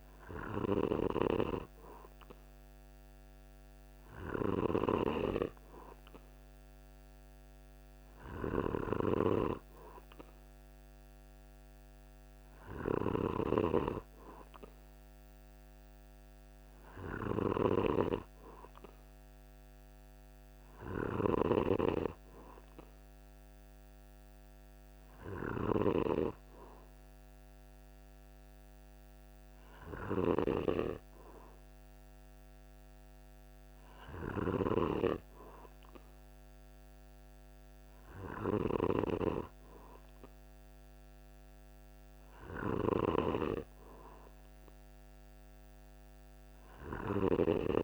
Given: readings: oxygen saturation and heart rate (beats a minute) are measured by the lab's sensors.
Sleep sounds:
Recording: breathing in sleep by a microphone on the trachea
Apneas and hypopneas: none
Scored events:
3.50-21.00 s: snoring (device-marked)
37.50-47.84 s: snoring (device-marked)
From the record:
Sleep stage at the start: N2 (light sleep)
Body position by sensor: on the back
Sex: male

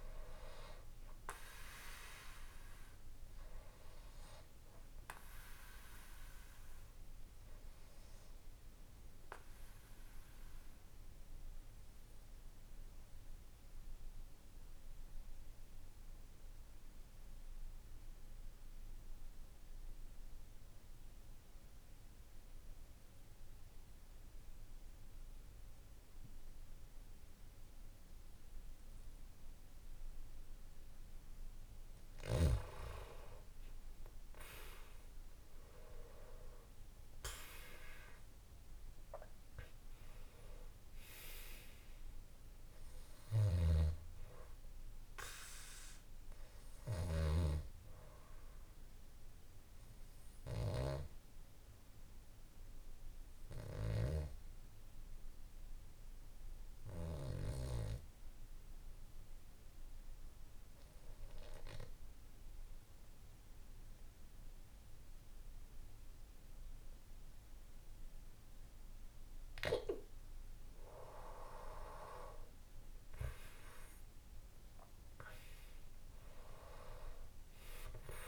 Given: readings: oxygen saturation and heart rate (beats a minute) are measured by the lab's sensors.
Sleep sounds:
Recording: breathing in sleep by a room microphone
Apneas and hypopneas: 2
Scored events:
4.00-18.00 s: oxygen desaturation (device-marked, oxygen 94% before, 90% lowest, heart rate 62 before, 56 extreme)
4.50-31.50 s: obstructive apnea (oxygen 96% before, 90% lowest, heart rate 62 before, 55 extreme, up 8 after)
34.00-39.50 s: arousal
42.00-68.00 s: oxygen desaturation (device-marked, oxygen 97% before, 91% lowest, heart rate 59 before, 55 extreme)
53.00-69.00 s: obstructive apnea (oxygen 97% before, 91% lowest, heart rate 61 before, 55 extreme, up 8 after)
72.50-78.00 s: arousal
From the record:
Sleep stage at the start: N2 (light sleep)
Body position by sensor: on the back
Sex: male

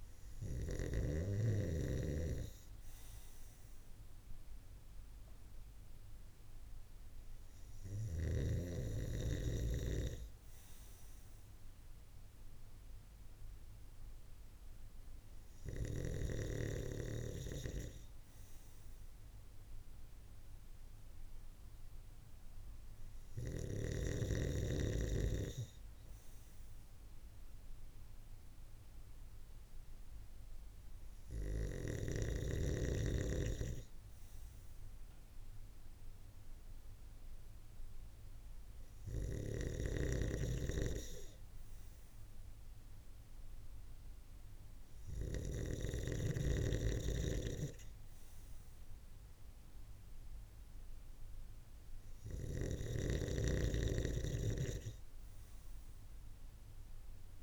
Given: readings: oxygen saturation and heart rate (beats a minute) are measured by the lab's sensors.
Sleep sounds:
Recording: breathing in sleep by a room microphone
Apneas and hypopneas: none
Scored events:
38.50-45.00 s: snoring (device-marked)
From the record:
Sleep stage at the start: N2 (light sleep)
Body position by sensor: on the right side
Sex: male

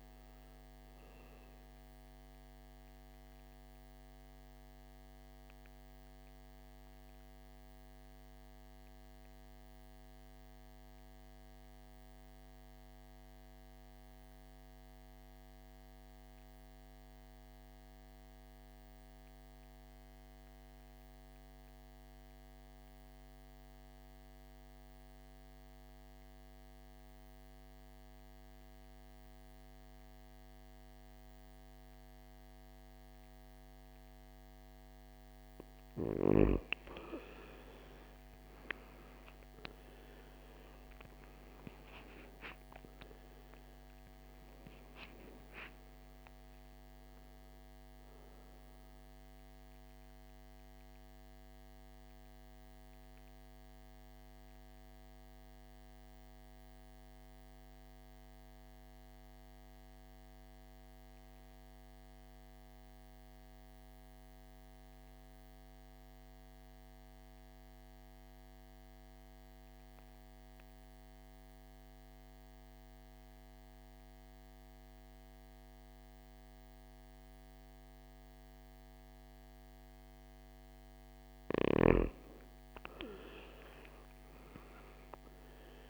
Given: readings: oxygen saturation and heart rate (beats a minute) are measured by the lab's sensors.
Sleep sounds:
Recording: breathing in sleep by a microphone on the trachea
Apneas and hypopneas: 2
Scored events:
0.00-13.00 s: oxygen desaturation (device-marked, oxygen 83% lowest, heart rate 50 extreme)
2.50-35.00 s: mixed apnea (oxygen 98% before, 81% lowest, heart rate 66 before, 50 extreme, up 15 after)
32.00-59.00 s: oxygen desaturation (device-marked, oxygen 99% before, 81% lowest, heart rate 55 before, 51 extreme)
37.00-40.00 s: arousal
50.00-81.50 s: obstructive apnea (oxygen 99% before, 81% lowest, heart rate 69 before, 51 extreme, up 21 after)
77.00-85.90 s: oxygen desaturation (device-marked, oxygen 99% before, 82% lowest, heart rate 53 before, 50 extreme)
83.00-85.90 s: arousal
From the record:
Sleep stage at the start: N2 (light sleep)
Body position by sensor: on the back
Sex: male

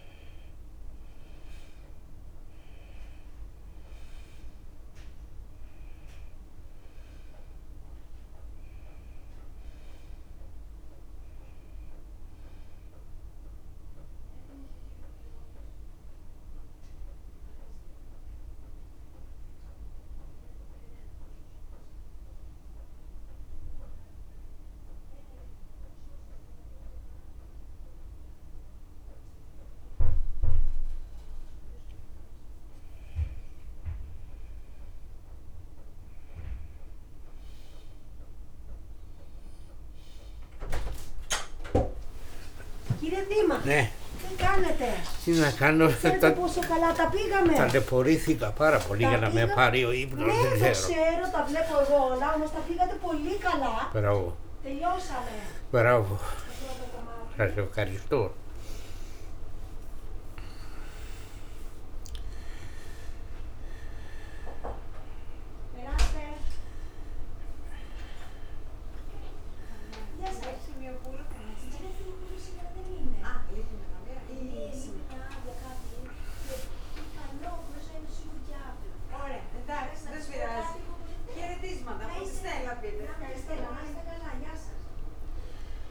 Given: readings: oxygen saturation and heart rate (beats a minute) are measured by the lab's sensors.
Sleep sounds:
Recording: a person partly awake in a sleep study, by a room microphone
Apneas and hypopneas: 1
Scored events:
0.00-26.50 s: oxygen desaturation (device-marked, oxygen 86% lowest, heart rate 56 extreme)
18.00-31.50 s: central apnea (heart rate 59 before, 56 extreme, up 1 after)
41.50-73.50 s: tachycardia (device-marked, heart rate 55 before, 150 extreme)
42.50-44.50 s: long interval between heartbeats (device-marked, heart rate 57 before, 77 extreme)
45.00-47.00 s: long interval between heartbeats (device-marked, heart rate 60 before, 106 extreme)
46.50-85.91 s: new sleep stage, awake
47.50-49.50 s: long interval between heartbeats (device-marked, heart rate 69 before, 143 extreme)
49.50-51.50 s: long interval between heartbeats (device-marked, heart rate 78 before, 150 extreme)
From the record:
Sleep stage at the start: N2 (light sleep)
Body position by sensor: on the back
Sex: male

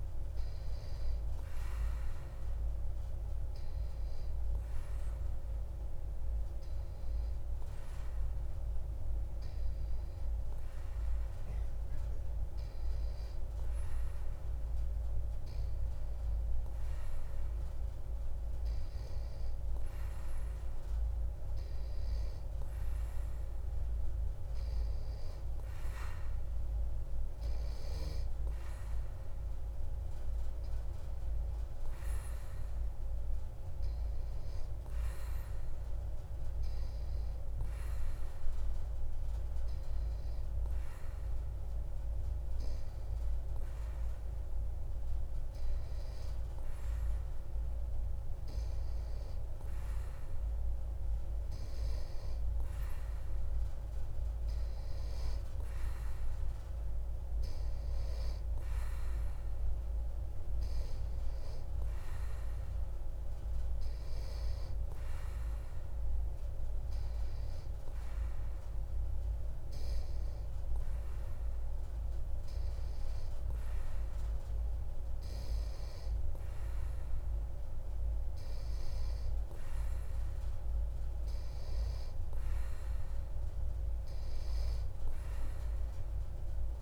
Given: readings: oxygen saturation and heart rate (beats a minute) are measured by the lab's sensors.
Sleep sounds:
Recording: breathing in sleep, hard to hear, by a room microphone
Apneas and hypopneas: none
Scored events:
none scored
From the record:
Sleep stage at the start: N2 (light sleep)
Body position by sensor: on the back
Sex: male

